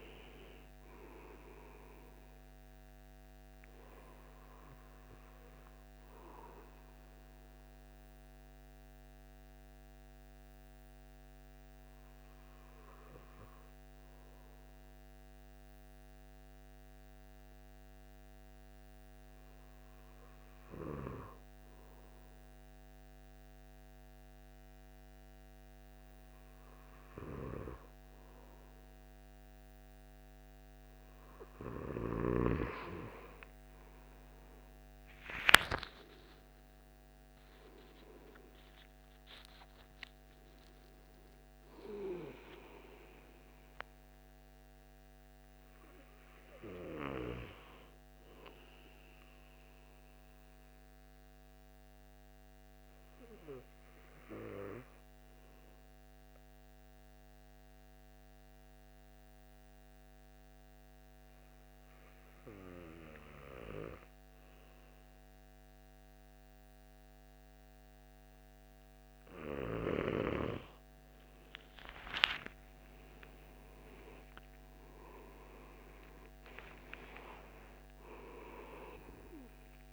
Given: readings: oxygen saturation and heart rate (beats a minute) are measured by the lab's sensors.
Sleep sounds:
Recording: breathing in sleep by a microphone on the trachea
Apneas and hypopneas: 2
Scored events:
0.00-3.00 s: arousal
7.00-31.00 s: hypopnea (oxygen 97% before, 92% lowest, heart rate 75 before, 63 extreme, up 38 after)
28.50-60.50 s: oxygen desaturation (device-marked, oxygen 97% before, 93% lowest, heart rate 71 before, 63 extreme)
35.00-39.50 s: arousal
50.00-69.50 s: obstructive apnea (oxygen 97% before, 92% lowest, heart rate 87 before, 67 extreme, up 41 after)
72.00-76.50 s: arousal
75.50-79.93 s: oxygen desaturation (device-marked, oxygen 97% before, 92% lowest, heart rate 77 before, 66 extreme)
From the record:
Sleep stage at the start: N2 (light sleep)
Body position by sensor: on the back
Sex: male

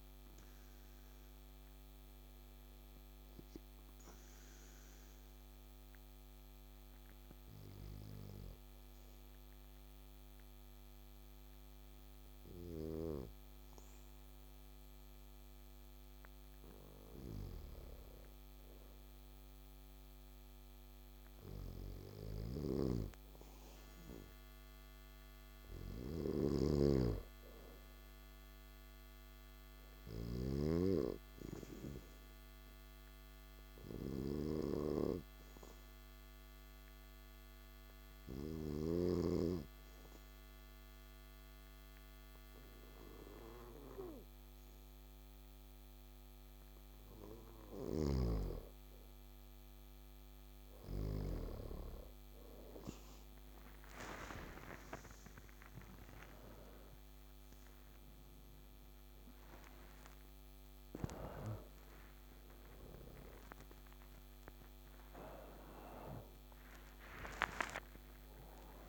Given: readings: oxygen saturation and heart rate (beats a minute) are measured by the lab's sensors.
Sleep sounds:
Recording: breathing in sleep by a microphone on the trachea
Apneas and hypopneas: 2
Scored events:
2.00-15.50 s: obstructive apnea (oxygen 99% before, 95% lowest, heart rate 70 before, 57 extreme, up 4 after)
18.00-21.00 s: arousal
22.00-30.50 s: snoring (device-marked)
31.50-47.50 s: obstructive apnea (oxygen 100% before, 95% lowest, heart rate 60 before, 60 extreme, up 7 after)
50.00-68.89 s: oxygen desaturation (device-marked, oxygen 98% before, 95% lowest, heart rate 61 before, 56 extreme)
52.00-57.00 s: arousal
66.50-68.89 s: arousal
From the record:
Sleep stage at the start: N2 (light sleep)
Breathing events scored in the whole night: 351 in 5.6 hours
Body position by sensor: on the back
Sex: male

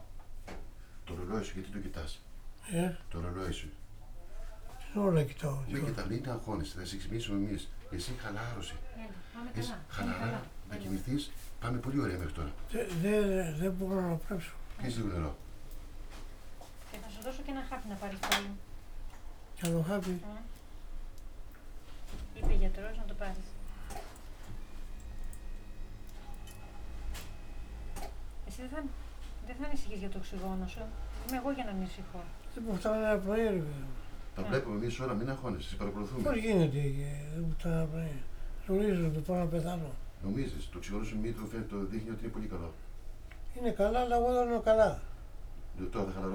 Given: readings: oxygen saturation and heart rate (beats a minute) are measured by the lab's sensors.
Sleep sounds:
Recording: a person awake in a sleep study, by a room microphone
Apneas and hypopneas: none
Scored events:
none scored
From the record:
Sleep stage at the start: awake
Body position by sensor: on the back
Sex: male

